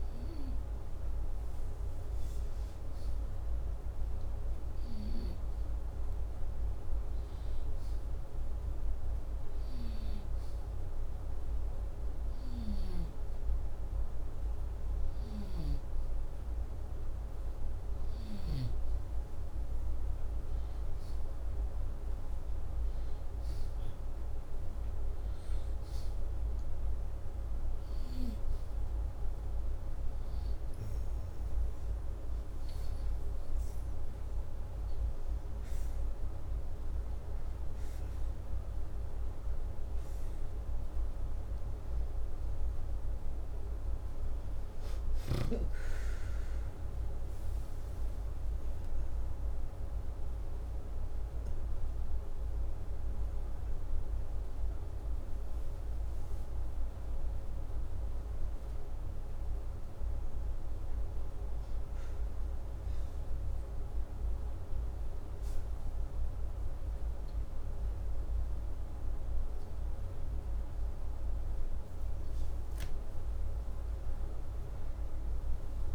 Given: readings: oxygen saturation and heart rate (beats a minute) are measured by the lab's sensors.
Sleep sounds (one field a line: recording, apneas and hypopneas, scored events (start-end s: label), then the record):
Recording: breathing in sleep, hard to hear, by a room microphone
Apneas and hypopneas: none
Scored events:
none scored
From the record:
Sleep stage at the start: N2 (light sleep)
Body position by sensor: upright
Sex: male